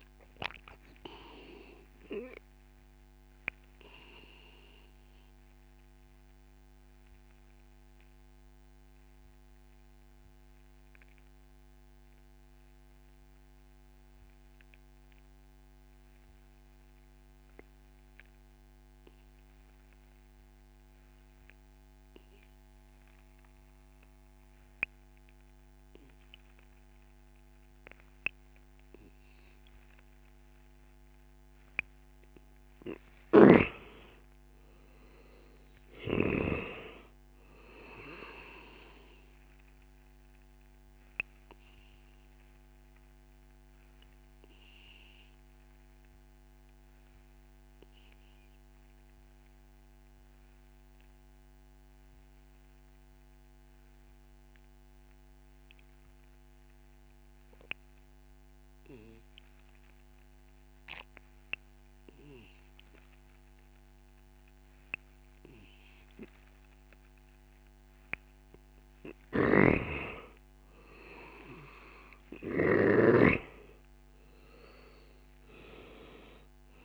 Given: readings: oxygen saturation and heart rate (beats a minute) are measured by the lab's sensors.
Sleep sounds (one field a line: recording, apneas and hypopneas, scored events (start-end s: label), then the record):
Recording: breathing in sleep by a microphone on the trachea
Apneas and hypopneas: 2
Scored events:
0.00-21.00 s: oxygen desaturation (device-marked, oxygen 87% lowest)
5.00-30.50 s: obstructive apnea (oxygen 97% before, 87% lowest, heart rate 47 before, 28 extreme, up 45 after)
33.00-36.50 s: arousal
38.00-60.00 s: oxygen desaturation (device-marked, oxygen 95% before, 89% lowest)
41.00-68.00 s: obstructive apnea (oxygen 97% before, 88% lowest)
69.00-73.00 s: snoring (device-marked)
69.50-73.00 s: arousal
75.00-76.85 s: oxygen desaturation (device-marked, oxygen 95% before, 88% lowest)
From the record:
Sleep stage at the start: N2 (light sleep)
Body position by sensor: on the back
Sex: male